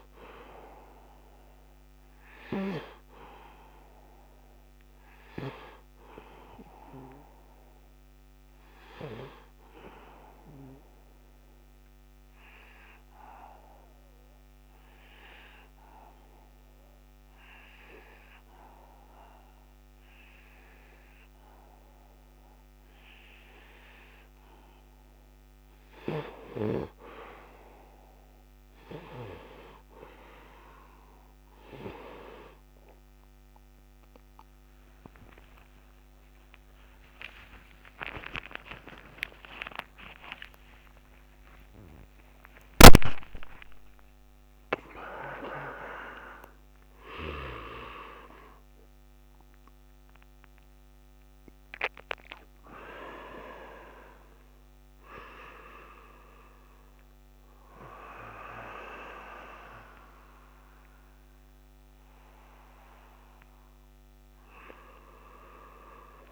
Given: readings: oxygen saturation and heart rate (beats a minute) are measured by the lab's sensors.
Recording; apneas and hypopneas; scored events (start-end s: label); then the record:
a person partly awake in a sleep study, by a microphone on the trachea; 1
0.00-7.00 s: oxygen desaturation (device-marked, oxygen 89% lowest, heart rate 76 extreme)
9.50-24.00 s: obstructive apnea (oxygen 98% before, 88% lowest, heart rate 78 before, 76 extreme, up 6 after)
25.00-44.00 s: oxygen desaturation (device-marked, oxygen 96% before, 88% lowest)
25.00-55.00 s: new sleep stage, awake
51.00-57.00 s: bradycardia (device-marked)
55.00-66.32 s: new sleep stage, N1 (lightest sleep)
From the record:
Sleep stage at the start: N2 (light sleep); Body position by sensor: on the right side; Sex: male